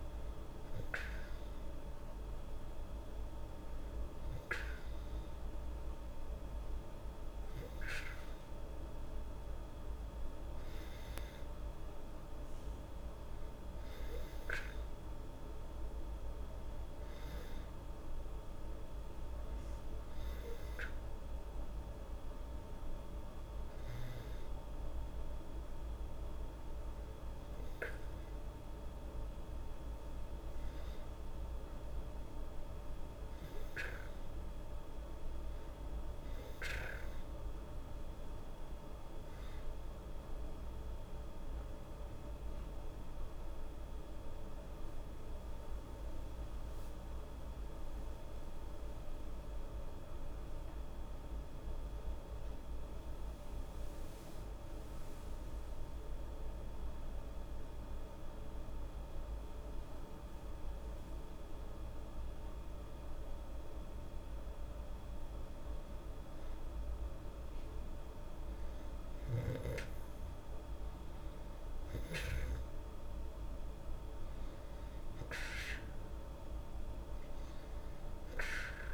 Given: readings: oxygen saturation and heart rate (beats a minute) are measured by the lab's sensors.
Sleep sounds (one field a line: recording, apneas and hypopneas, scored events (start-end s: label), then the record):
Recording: breathing in sleep, hard to hear, by a room microphone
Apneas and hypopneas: 1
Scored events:
42.00-47.00 s: arousal
51.00-64.00 s: hypopnea (oxygen 96% before, 94% lowest, heart rate 81 before, 78 extreme, up 0 after)
66.00-70.50 s: arousal
68.00-78.94 s: oxygen desaturation (device-marked, oxygen 97% before, 94% lowest, heart rate 83 before, 77 extreme)
From the record:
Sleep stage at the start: N2 (light sleep)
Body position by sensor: on the back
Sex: female